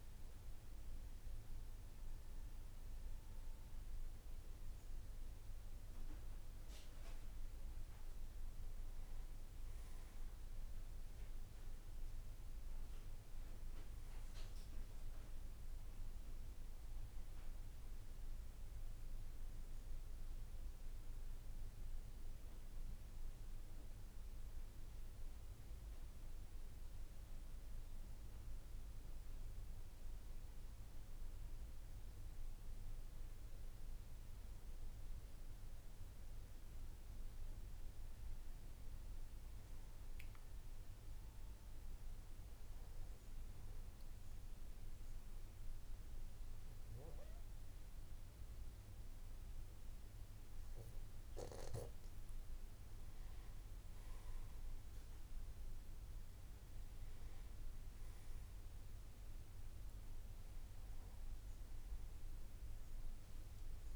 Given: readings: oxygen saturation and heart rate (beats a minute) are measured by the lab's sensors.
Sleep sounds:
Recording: breathing in sleep, hard to hear, by a room microphone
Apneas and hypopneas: 1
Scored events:
20.00-34.00 s: hypopnea (oxygen 97% before, 94% lowest, heart rate 58 before, 53 extreme, up 3 after)
From the record:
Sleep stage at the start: N3 (deep sleep)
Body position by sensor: on the back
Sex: male

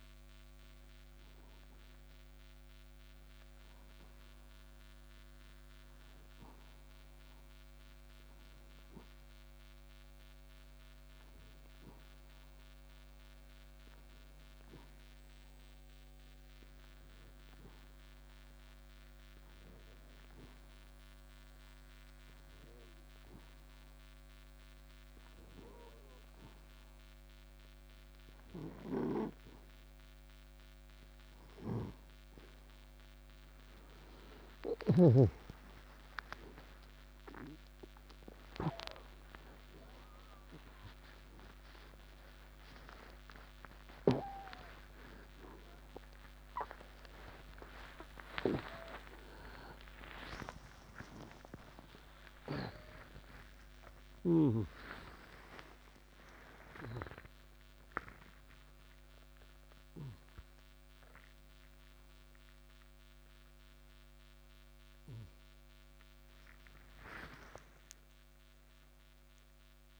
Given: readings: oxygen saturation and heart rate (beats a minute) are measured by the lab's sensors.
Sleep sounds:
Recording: a person partly awake in a sleep study, by a microphone on the trachea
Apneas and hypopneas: 1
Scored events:
0.00-18.50 s: oxygen desaturation (device-marked, oxygen 87% lowest)
10.50-29.00 s: obstructive apnea (oxygen 98% before, 87% lowest)
36.50-55.50 s: oxygen desaturation (device-marked, oxygen 97% before, 89% lowest)
37.50-70.00 s: new sleep stage, awake
62.50-70.00 s: oxygen desaturation (device-marked, oxygen 91% before, 87% lowest, heart rate 48 before, 25 extreme)
From the record:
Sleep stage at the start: N2 (light sleep)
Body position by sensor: on the right side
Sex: male

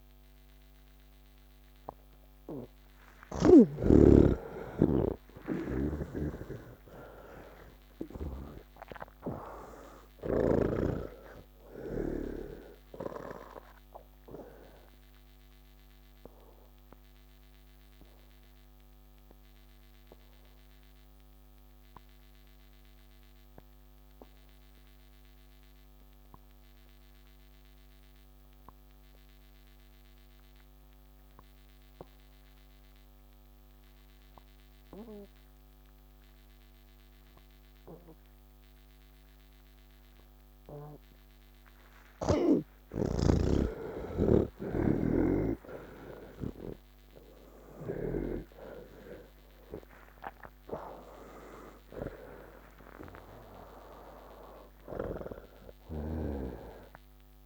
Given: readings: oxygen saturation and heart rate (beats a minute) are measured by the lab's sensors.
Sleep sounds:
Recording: breathing in sleep by a microphone on the trachea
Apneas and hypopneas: 1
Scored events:
0.00-28.00 s: oxygen desaturation (device-marked, oxygen 79% lowest, heart rate 46 extreme)
6.00-11.00 s: snoring (device-marked)
15.00-42.50 s: obstructive apnea (oxygen 98% before, 77% lowest, heart rate 94 before, 46 extreme)
34.00-57.46 s: oxygen desaturation (device-marked, oxygen 98% before, 77% lowest, heart rate 79 before, 66 extreme)
45.00-48.50 s: snoring (device-marked)
From the record:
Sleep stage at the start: N2 (light sleep)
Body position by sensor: on the back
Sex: male

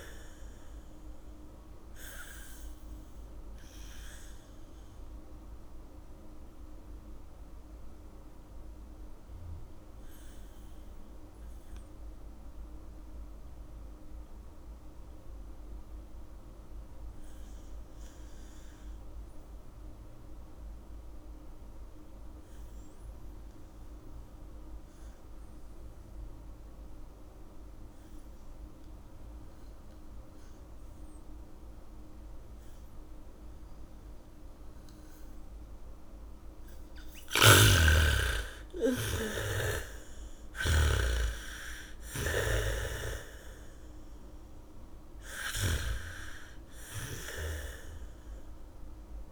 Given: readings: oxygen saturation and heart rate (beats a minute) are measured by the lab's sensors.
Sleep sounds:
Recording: breathing in sleep by a room microphone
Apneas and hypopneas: 1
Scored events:
0.00-19.50 s: oxygen desaturation (device-marked, oxygen 80% lowest, heart rate 44 extreme)
3.50-36.50 s: mixed apnea (oxygen 99% before, 79% lowest, heart rate 62 before, 44 extreme)
27.50-49.32 s: oxygen desaturation (device-marked, oxygen 99% before, 79% lowest, heart rate 78 before, 44 extreme)
33.50-41.50 s: bradycardia (device-marked, heart rate 69 before, 44 extreme)
37.50-41.50 s: snoring (device-marked)
38.50-43.50 s: arousal
From the record:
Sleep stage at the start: N2 (light sleep)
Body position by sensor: on the back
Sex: female

